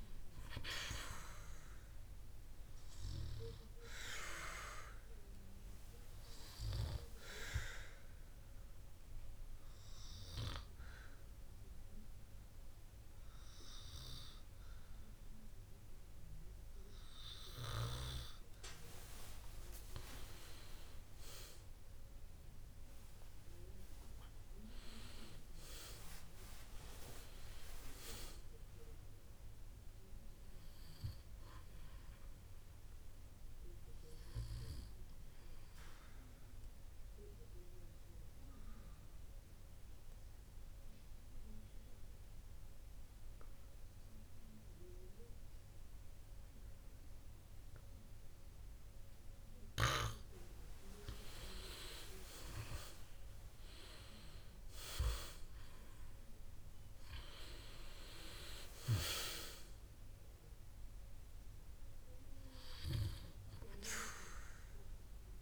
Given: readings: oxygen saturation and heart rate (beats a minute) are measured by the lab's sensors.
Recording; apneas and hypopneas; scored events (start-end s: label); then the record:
breathing in sleep by a room microphone; 2
3.50-19.00 s: obstructive apnea (oxygen 97% before, 94% lowest, heart rate 62 before, 56 extreme, up 12 after)
21.00-24.00 s: arousal
34.50-51.00 s: obstructive apnea (oxygen 96% before, 92% lowest, heart rate 63 before, 55 extreme, up 12 after)
52.50-56.50 s: arousal
From the record:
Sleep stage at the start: N2 (light sleep); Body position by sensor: on the back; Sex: male